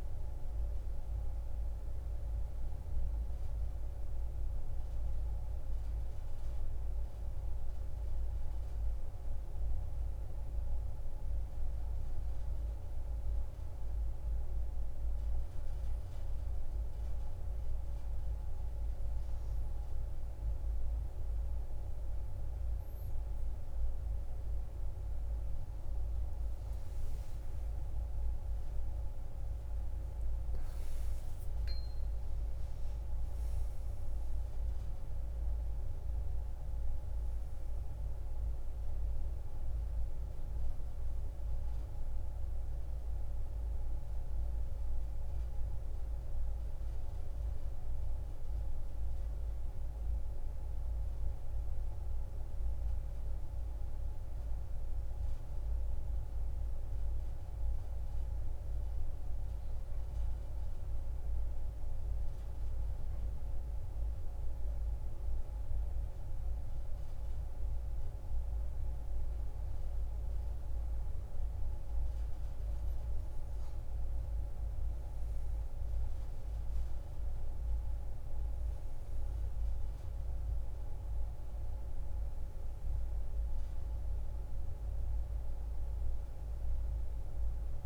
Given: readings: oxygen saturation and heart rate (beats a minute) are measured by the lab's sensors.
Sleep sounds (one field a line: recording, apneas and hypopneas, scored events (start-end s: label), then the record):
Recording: breathing in sleep, hard to hear, by a room microphone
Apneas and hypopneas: 2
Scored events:
5.00-9.00 s: arousal
13.50-25.50 s: obstructive apnea (oxygen 96% before, 93% lowest)
32.00-35.50 s: arousal
56.00-69.50 s: obstructive apnea (oxygen 97% before, 93% lowest)
73.00-76.50 s: arousal
75.50-87.86 s: oxygen desaturation (device-marked, oxygen 96% before, 93% lowest)
From the record:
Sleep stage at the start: N2 (light sleep)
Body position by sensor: on the back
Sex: female